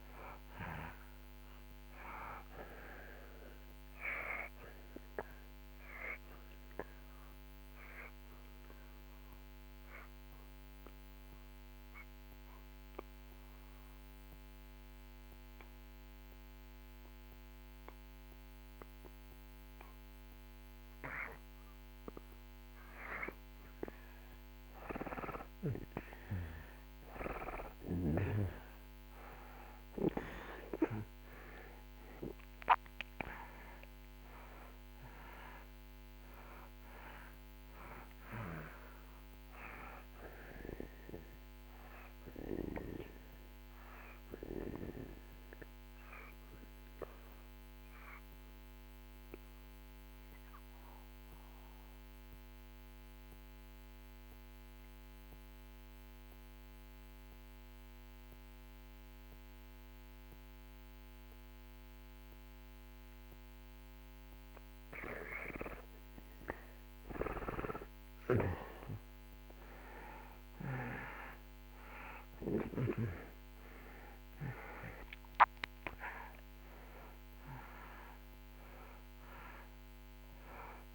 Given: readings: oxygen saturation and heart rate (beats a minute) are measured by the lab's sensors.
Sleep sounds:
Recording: breathing in sleep by a microphone on the trachea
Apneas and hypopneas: 2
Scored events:
0.00-14.00 s: oxygen desaturation (device-marked, oxygen 78% lowest)
8.00-21.50 s: obstructive apnea (oxygen 96% before, 78% lowest)
16.00-26.00 s: oxygen desaturation (device-marked, oxygen 91% before, 78% lowest)
24.50-29.50 s: arousal
40.00-62.00 s: oxygen desaturation (device-marked, oxygen 96% before, 82% lowest)
46.50-62.50 s: obstructive apnea (oxygen 96% before, 78% lowest)
65.00-69.50 s: arousal
71.00-80.94 s: oxygen desaturation (device-marked, oxygen 95% before, 78% lowest)
From the record:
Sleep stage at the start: N2 (light sleep)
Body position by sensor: on the back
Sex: male

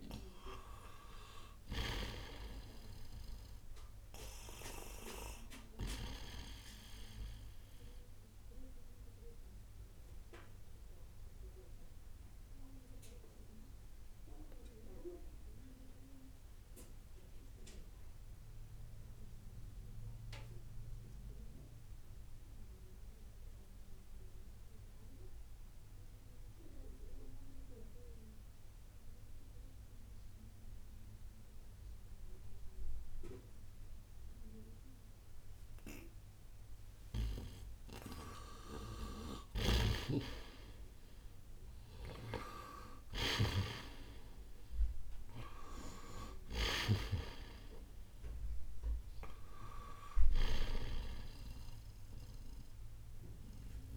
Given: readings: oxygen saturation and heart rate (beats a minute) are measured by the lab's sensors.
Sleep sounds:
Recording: breathing in sleep by a room microphone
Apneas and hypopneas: 1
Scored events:
0.00-29.50 s: oxygen desaturation (device-marked, oxygen 87% lowest, heart rate 61 extreme)
9.00-37.50 s: obstructive apnea (oxygen 97% before, 81% lowest, heart rate 74 before, 61 extreme, up 7 after)
35.50-53.97 s: oxygen desaturation (device-marked, oxygen 96% before, 81% lowest, heart rate 62 before, 60 extreme)
39.00-44.00 s: arousal
39.50-47.00 s: snoring (device-marked)
From the record:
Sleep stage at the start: N2 (light sleep)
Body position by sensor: on the right side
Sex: male

